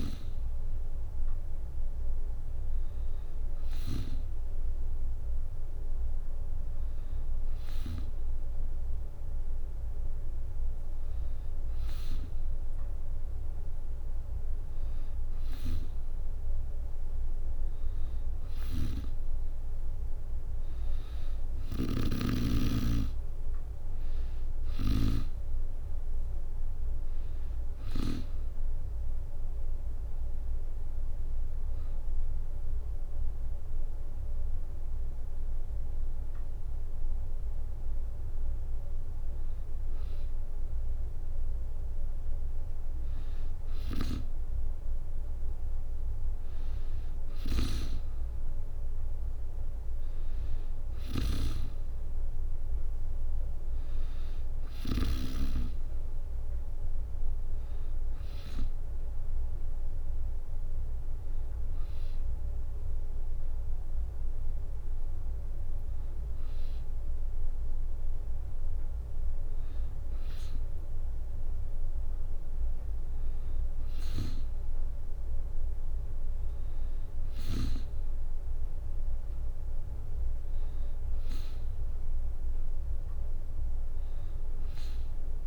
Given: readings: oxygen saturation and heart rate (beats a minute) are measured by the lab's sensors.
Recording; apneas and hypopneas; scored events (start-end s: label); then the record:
breathing in sleep by a room microphone; 1
0.50-85.46 s: new sleep stage, N3 (deep sleep)
15.00-28.00 s: snoring (device-marked)
30.50-41.50 s: hypopnea (oxygen 95% before, 92% lowest, heart rate 71 before, 64 extreme, up 5 after)
43.50-46.00 s: arousal
47.00-55.00 s: snoring (device-marked)
50.50-62.50 s: oxygen desaturation (device-marked, oxygen 96% before, 92% lowest, heart rate 66 before, 65 extreme)
52.50-66.50 s: drop in pulse transit time (device-marked, heart rate 67 before, 66 extreme)
From the record:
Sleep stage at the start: N2 (light sleep); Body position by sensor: on the back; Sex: female